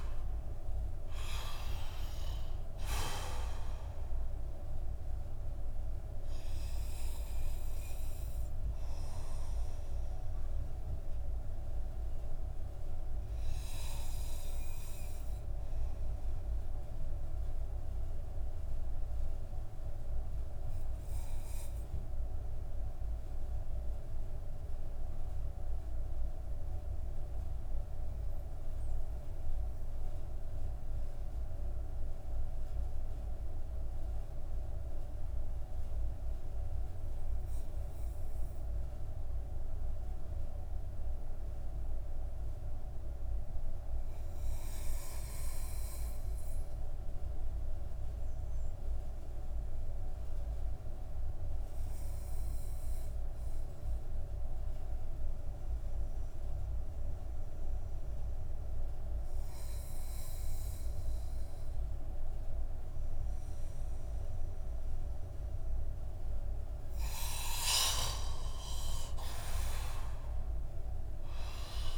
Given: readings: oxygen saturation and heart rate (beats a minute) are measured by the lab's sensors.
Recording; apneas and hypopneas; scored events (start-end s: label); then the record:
breathing in sleep by a room microphone; 1
0.00-12.00 s: oxygen desaturation (device-marked, oxygen 91% lowest)
7.50-67.00 s: obstructive apnea (oxygen 96% before, 88% lowest)
20.00-32.00 s: oxygen desaturation (device-marked, oxygen 93% before, 88% lowest)
60.00-71.98 s: oxygen desaturation (device-marked, oxygen 96% before, 88% lowest)
67.50-71.00 s: arousal
From the record:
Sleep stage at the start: N2 (light sleep); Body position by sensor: on the back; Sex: male